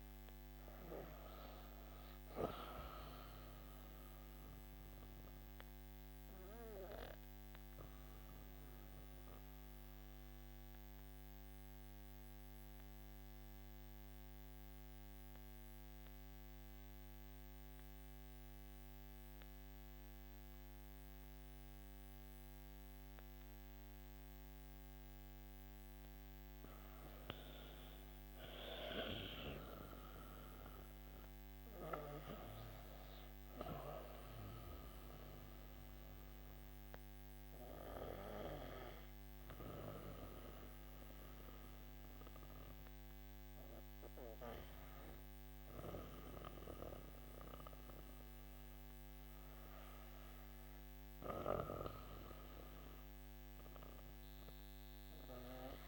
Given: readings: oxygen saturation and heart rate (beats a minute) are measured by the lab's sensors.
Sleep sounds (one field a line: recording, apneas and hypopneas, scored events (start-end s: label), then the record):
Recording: breathing in sleep by a microphone on the trachea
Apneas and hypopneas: 1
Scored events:
0.00-19.00 s: oxygen desaturation (device-marked, oxygen 88% lowest, heart rate 50 extreme)
5.50-26.00 s: mixed apnea (oxygen 98% before, 86% lowest, heart rate 57 before, 50 extreme, up 12 after)
28.00-32.00 s: arousal
32.00-49.00 s: oxygen desaturation (device-marked, oxygen 97% before, 86% lowest, heart rate 53 before, 56 extreme)
From the record:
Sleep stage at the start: N2 (light sleep)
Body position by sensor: on the back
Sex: female